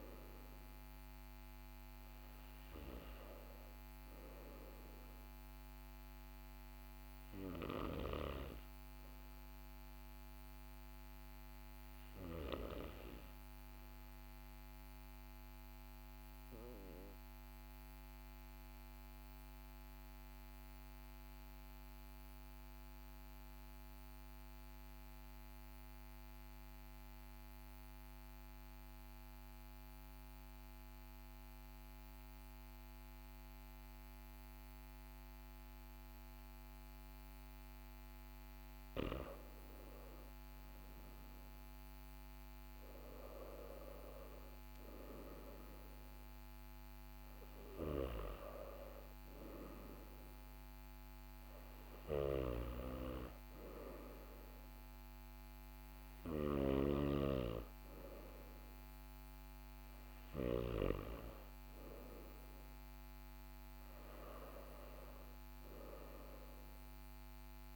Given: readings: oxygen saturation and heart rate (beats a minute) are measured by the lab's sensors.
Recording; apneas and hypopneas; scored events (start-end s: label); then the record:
breathing in sleep by a microphone on the trachea; 1
0.00-13.00 s: oxygen desaturation (device-marked, oxygen 94% lowest, heart rate 42 extreme)
17.50-37.50 s: obstructive apnea (oxygen 100% before, 94% lowest, heart rate 43 before, 42 extreme, up 3 after)
41.00-46.00 s: arousal
From the record:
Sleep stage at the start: N2 (light sleep); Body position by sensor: on the right side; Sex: male